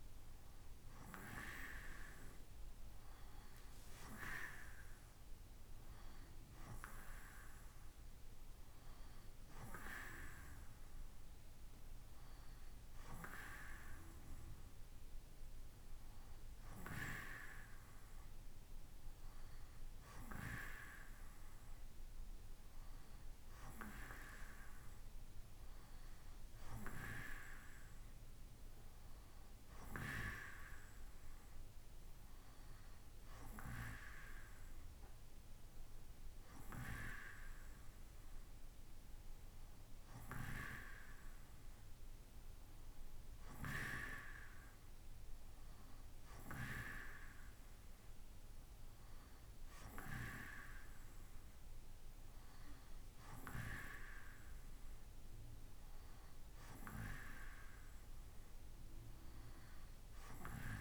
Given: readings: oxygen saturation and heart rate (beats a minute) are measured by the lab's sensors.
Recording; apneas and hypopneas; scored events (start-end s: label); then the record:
breathing in sleep by a room microphone; none
none scored
From the record:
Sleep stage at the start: N2 (light sleep); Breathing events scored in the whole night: 54 in 5.5 hours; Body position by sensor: on the right side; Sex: male